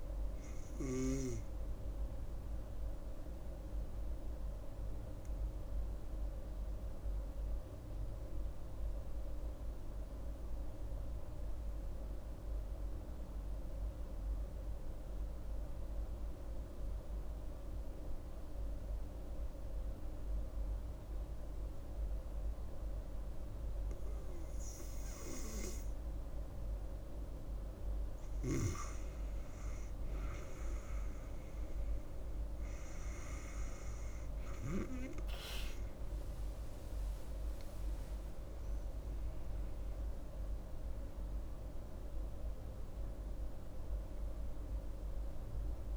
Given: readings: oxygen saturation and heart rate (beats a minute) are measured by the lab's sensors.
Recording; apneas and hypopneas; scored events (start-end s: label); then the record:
breathing in sleep by a room microphone; 1
4.00-26.00 s: obstructive apnea (oxygen 97% before, 91% lowest)
25.00-45.97 s: oxygen desaturation (device-marked, oxygen 97% before, 91% lowest)
27.50-31.50 s: arousal
From the record:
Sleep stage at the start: N2 (light sleep); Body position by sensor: on the right side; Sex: female